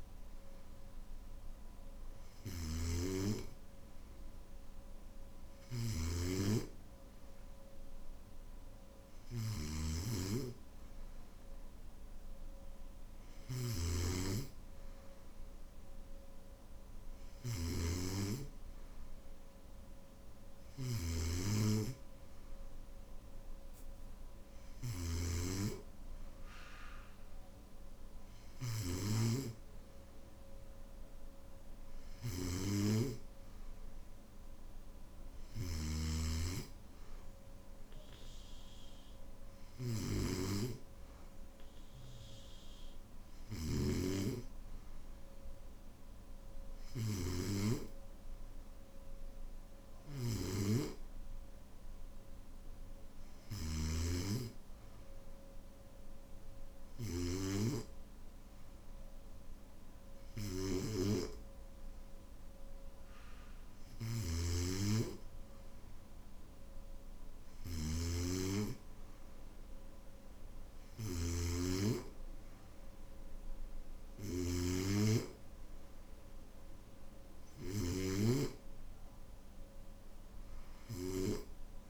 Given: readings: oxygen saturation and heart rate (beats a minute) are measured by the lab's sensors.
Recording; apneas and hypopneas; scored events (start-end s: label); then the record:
breathing in sleep by a room microphone; none
2.00-25.00 s: snoring (device-marked)
43.00-53.50 s: snoring (device-marked)
63.50-81.89 s: snoring (device-marked)
From the record:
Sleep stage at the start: N2 (light sleep); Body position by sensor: on the back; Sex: male